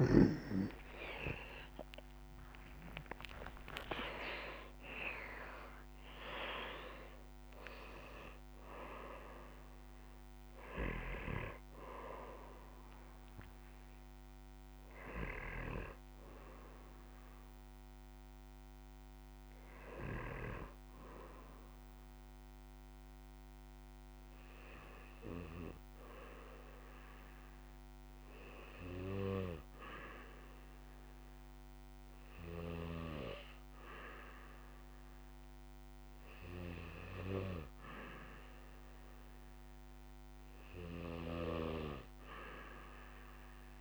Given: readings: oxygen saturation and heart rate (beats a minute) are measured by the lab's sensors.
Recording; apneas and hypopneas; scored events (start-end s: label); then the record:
breathing in sleep by a microphone on the trachea; none
0.00-3.00 s: arousal
0.00-27.50 s: oxygen desaturation (device-marked, oxygen 72% lowest, heart rate 39 extreme)
From the record:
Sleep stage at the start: REM sleep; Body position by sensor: on the back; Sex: male